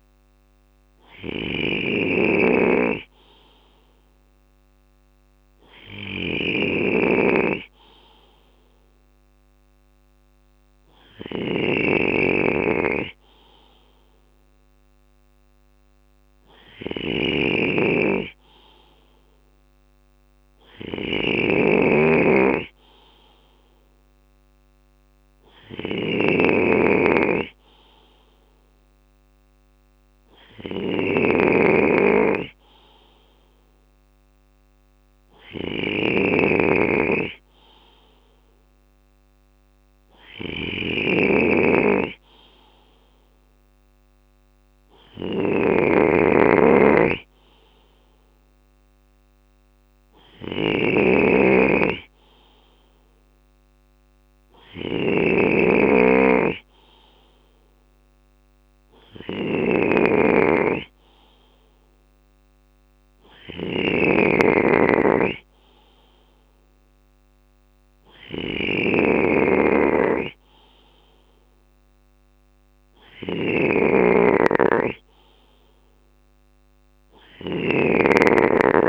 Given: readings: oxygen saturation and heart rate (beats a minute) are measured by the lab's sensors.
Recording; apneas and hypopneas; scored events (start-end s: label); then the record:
breathing in sleep by a microphone on the trachea; none
0.00-78.89 s: snoring (device-marked)
3.50-5.50 s: bradycardia (device-marked, heart rate 52 before, 60 extreme)
14.50-17.50 s: bradycardia (device-marked, heart rate 52 before, 60 extreme)
77.50-78.89 s: bradycardia (device-marked, heart rate 56 before, 58 extreme)
From the record:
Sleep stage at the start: N2 (light sleep); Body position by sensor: on the left side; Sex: male